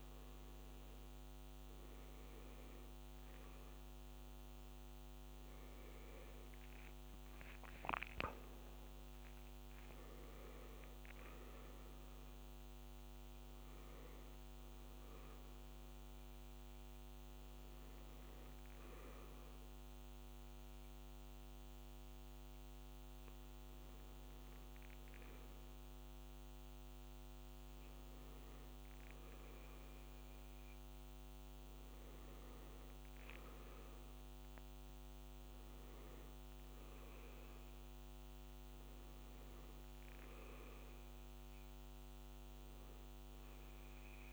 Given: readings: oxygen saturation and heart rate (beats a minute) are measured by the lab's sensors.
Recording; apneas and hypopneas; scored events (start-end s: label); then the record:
a person awake in a sleep study, hard to hear, by a microphone on the trachea; none
40.00-44.33 s: new sleep stage, N1 (lightest sleep)
From the record:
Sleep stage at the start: awake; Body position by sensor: on the back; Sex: male